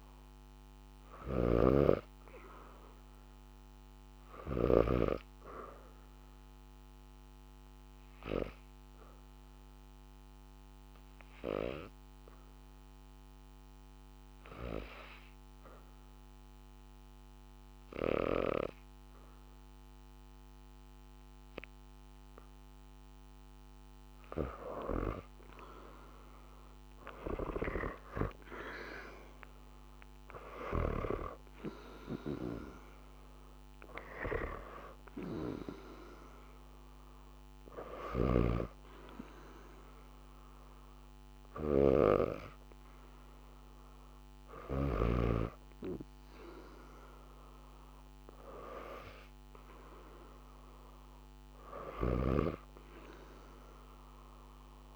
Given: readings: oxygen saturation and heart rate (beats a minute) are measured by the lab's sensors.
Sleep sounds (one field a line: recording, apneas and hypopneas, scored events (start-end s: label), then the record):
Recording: breathing in sleep by a microphone on the trachea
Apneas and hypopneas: 1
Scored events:
0.50-4.50 s: snoring (device-marked)
2.00-5.50 s: arousal
8.50-22.50 s: hypopnea (oxygen 94% before, 86% lowest, heart rate 74 before, 71 extreme, up 5 after)
9.50-21.50 s: oxygen desaturation (device-marked, oxygen 93% before, 89% lowest, heart rate 74 before, 71 extreme)
25.00-29.50 s: arousal
26.50-50.50 s: oxygen desaturation (device-marked, oxygen 94% before, 86% lowest, heart rate 74 before, 75 extreme)
37.50-44.50 s: snoring (device-marked)
51.50-54.96 s: snoring (device-marked)
52.00-54.96 s: arousal
From the record:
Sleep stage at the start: N2 (light sleep)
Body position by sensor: on the back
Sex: female